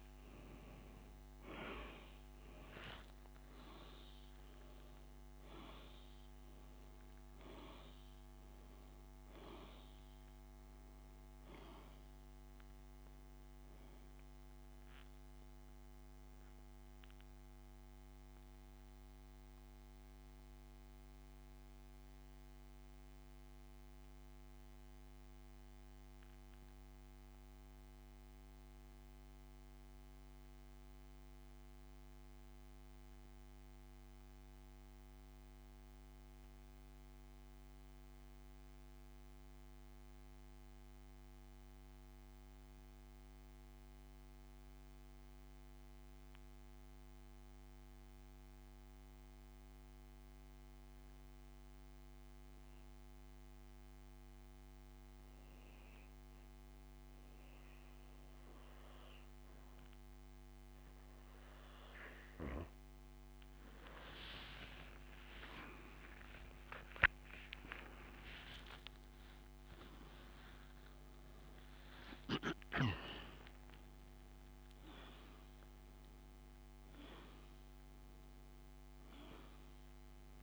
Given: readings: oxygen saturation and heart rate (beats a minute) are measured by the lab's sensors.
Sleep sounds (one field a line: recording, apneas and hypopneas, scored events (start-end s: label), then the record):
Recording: breathing in sleep by a microphone on the trachea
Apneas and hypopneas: 1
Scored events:
18.00-61.00 s: mixed apnea (oxygen 97% before, 86% lowest)
37.00-51.00 s: oxygen desaturation (device-marked, oxygen 95% before, 87% lowest)
65.00-70.50 s: arousal
From the record:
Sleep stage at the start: N2 (light sleep)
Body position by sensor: on the back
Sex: male